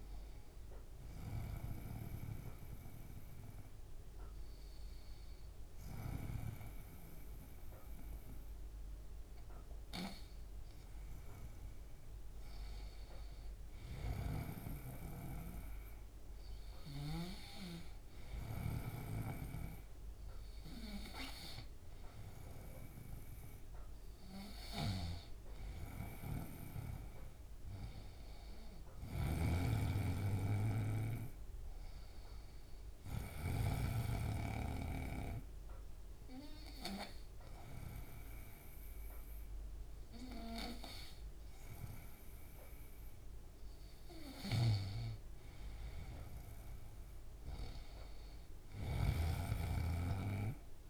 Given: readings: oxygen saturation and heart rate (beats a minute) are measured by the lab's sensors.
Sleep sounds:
breathing in sleep by a room microphone; 2
0.00-12.50 s: oxygen desaturation (device-marked, oxygen 87% lowest, heart rate 47 extreme)
1.00-12.00 s: obstructive apnea (oxygen 96% before, 87% lowest, heart rate 95 before, 47 extreme, up 42 after)
13.50-16.50 s: bradycardia (device-marked, heart rate 126 before, 79 extreme)
14.50-17.50 s: arousal
24.50-34.00 s: snoring (device-marked)
26.50-33.50 s: oxygen desaturation (device-marked, oxygen 96% before, 92% lowest)
33.00-43.50 s: obstructive apnea (oxygen 96% before, 92% lowest)
42.50-50.90 s: bradycardia (device-marked)
44.00-50.00 s: snoring (device-marked)
46.00-49.50 s: arousal
From the record:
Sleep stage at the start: N2 (light sleep); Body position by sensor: on the right side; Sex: male

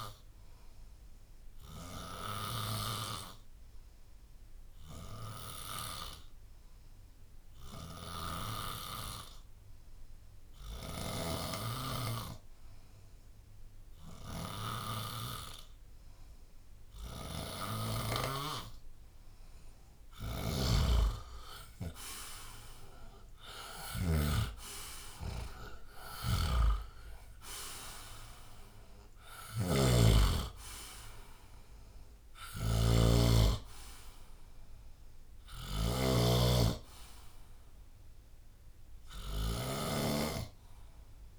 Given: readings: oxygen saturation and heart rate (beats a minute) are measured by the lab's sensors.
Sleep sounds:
breathing in sleep by a room microphone; 1
0.00-25.00 s: oxygen desaturation (device-marked, oxygen 92% lowest, heart rate 72 extreme)
2.00-17.00 s: obstructive apnea (oxygen 98% before, 90% lowest, heart rate 76 before, 73 extreme, up 5 after)
20.50-24.00 s: snoring (device-marked)
23.50-27.00 s: arousal
26.00-40.00 s: snoring (device-marked)
27.00-37.00 s: oxygen desaturation (device-marked, oxygen 93% before, 90% lowest, heart rate 78 before, 72 extreme)
From the record:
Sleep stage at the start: N2 (light sleep); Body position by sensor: on the back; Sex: male

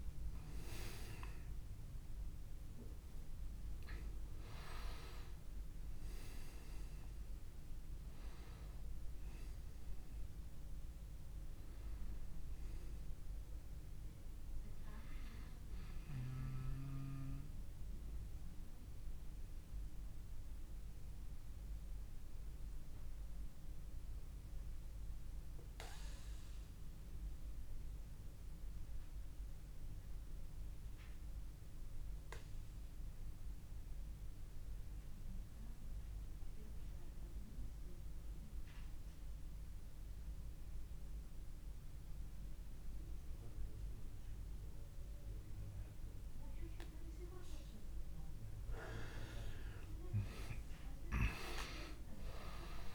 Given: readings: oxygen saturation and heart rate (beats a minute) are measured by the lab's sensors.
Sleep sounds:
breathing in sleep by a room microphone; 1
0.00-2.00 s: arousal
0.00-30.00 s: oxygen desaturation (device-marked, oxygen 99% before, 91% lowest)
17.50-47.00 s: obstructive apnea (oxygen 99% before, 91% lowest, heart rate 37 before, 27 extreme, up 23 after)
50.00-52.95 s: arousal
51.00-52.95 s: oxygen desaturation (device-marked, oxygen 99% before, 91% lowest)
From the record:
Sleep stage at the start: N2 (light sleep); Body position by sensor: on the back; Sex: male

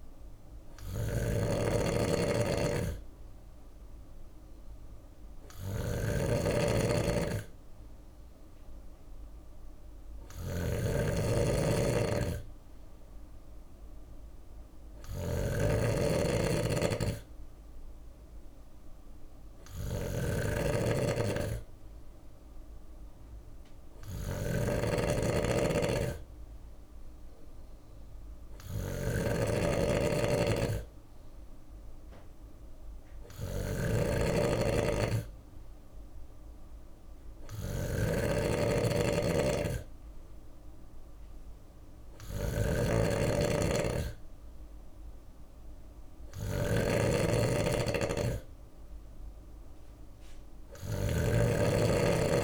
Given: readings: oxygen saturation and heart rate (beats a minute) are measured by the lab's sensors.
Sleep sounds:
breathing in sleep by a room microphone; none
0.00-52.44 s: snoring (device-marked)
From the record:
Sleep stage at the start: N3 (deep sleep); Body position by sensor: on the left side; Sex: male

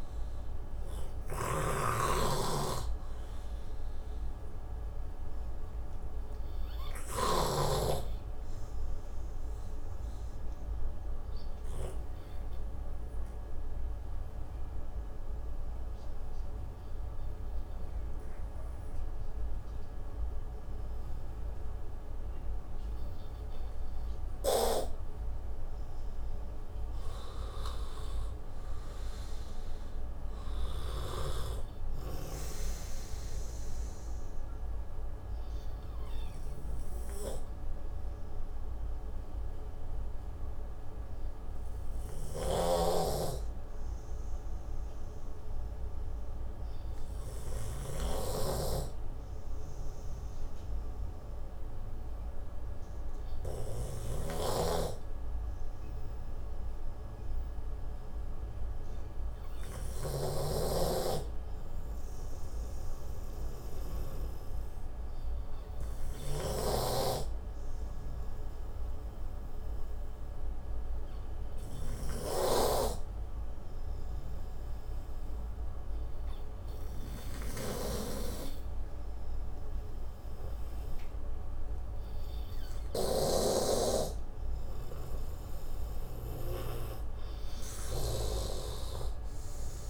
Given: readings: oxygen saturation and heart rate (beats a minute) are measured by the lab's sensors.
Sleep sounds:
breathing in sleep by a room microphone; 2
2.00-8.00 s: snoring (device-marked)
2.00-24.00 s: obstructive apnea (oxygen 97% before, 91% lowest)
14.00-21.00 s: oxygen desaturation (device-marked, oxygen 94% before, 91% lowest)
25.50-29.00 s: arousal
31.00-41.00 s: oxygen desaturation (device-marked, oxygen 97% before, 93% lowest)
35.00-85.50 s: obstructive apnea (oxygen 97% before, 90% lowest)
42.50-48.50 s: snoring (device-marked)
46.00-56.00 s: oxygen desaturation (device-marked, oxygen 96% before, 91% lowest)
54.50-67.00 s: snoring (device-marked)
80.00-89.90 s: oxygen desaturation (device-marked, oxygen 95% before, 90% lowest)
From the record:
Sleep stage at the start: N2 (light sleep); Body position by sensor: on the right side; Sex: male

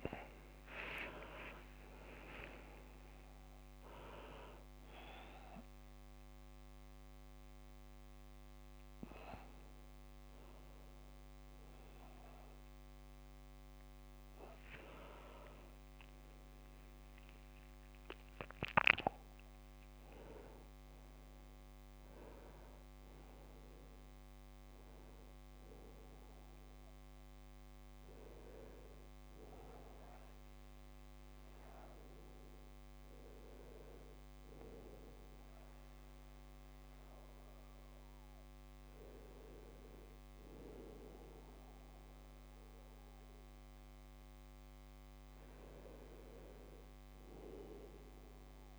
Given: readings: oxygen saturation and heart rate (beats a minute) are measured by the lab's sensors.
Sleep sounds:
breathing in sleep by a microphone on the trachea; none
15.50-19.50 s: arousal
From the record:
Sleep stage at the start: N1 (lightest sleep); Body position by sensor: on the right side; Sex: male

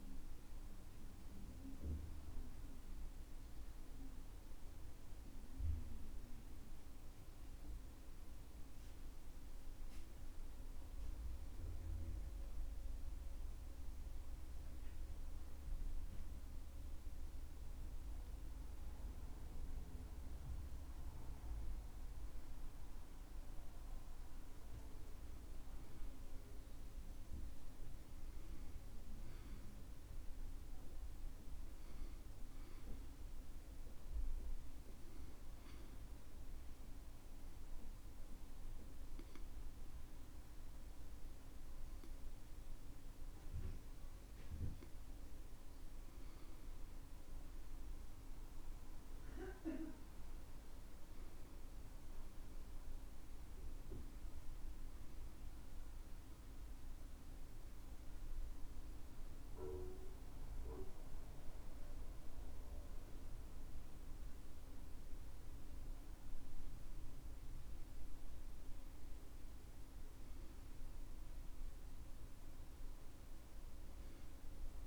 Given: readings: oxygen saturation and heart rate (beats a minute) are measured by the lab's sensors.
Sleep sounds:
breathing in sleep, hard to hear, by a room microphone; 2
0.00-2.50 s: arousal
11.50-22.50 s: hypopnea (oxygen 97% before, 93% lowest, heart rate 68 before, 66 extreme, up 4 after)
27.50-32.00 s: arousal
36.00-47.00 s: obstructive apnea (oxygen 97% before, 93% lowest, heart rate 68 before, 66 extreme, up 4 after)
50.50-54.50 s: arousal
From the record:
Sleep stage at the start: REM sleep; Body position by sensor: on the back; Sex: male

